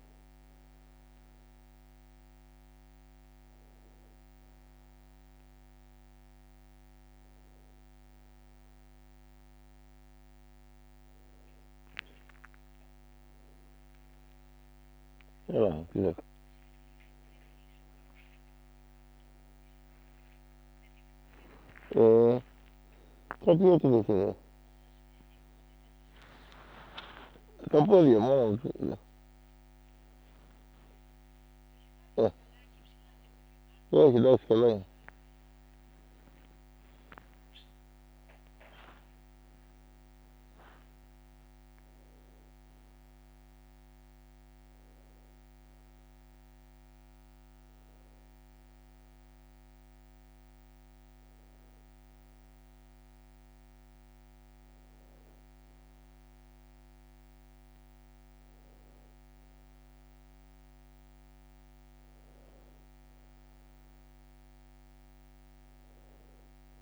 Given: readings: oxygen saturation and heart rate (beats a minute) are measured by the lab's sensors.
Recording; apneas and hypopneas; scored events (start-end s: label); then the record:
a person awake in a sleep study, by a microphone on the trachea; none
16.00-34.50 s: snoring (device-marked)
22.50-26.50 s: tachycardia (device-marked, heart rate 70 before, 103 extreme)
23.00-25.00 s: long interval between heartbeats (device-marked, heart rate 57 before, 84 extreme)
25.50-27.50 s: long interval between heartbeats (device-marked, heart rate 62 before, 103 extreme)
57.50-66.82 s: new sleep stage, N1 (lightest sleep)
From the record:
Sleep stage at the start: awake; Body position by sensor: on the back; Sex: male